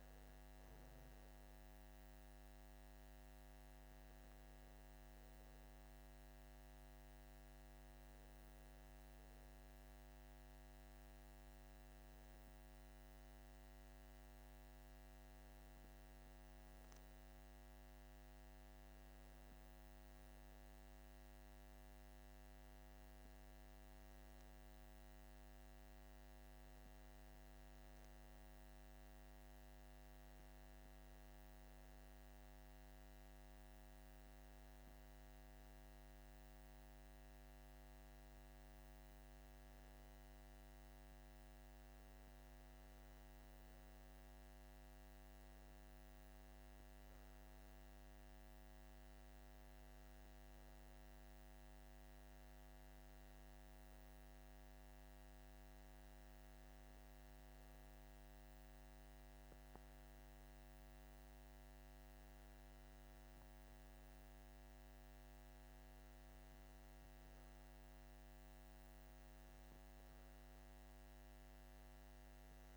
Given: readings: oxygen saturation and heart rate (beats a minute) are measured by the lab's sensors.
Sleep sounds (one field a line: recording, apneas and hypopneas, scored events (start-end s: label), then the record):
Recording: breathing in sleep, hard to hear, by a microphone on the trachea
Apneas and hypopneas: none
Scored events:
none scored
From the record:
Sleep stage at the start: REM sleep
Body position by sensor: on the back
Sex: male